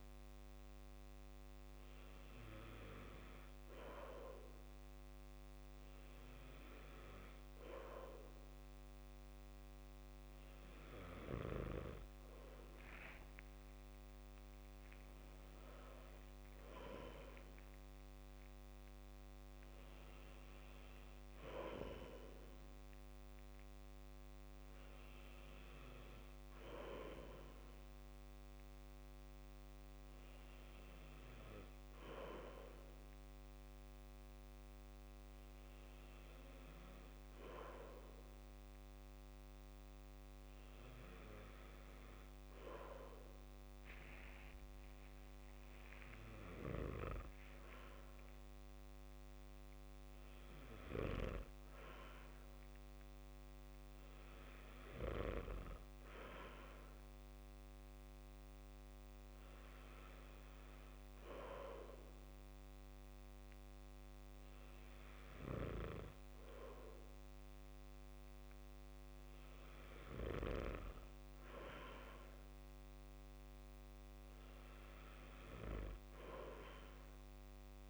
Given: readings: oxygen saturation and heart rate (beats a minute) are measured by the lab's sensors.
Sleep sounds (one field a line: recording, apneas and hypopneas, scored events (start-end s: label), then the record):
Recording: breathing in sleep by a microphone on the trachea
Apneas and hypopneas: none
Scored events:
44.00-46.00 s: long interval between heartbeats (device-marked, heart rate 64 before, 78 extreme)
44.50-48.00 s: arousal
From the record:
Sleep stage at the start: N2 (light sleep)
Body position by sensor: on the back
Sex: male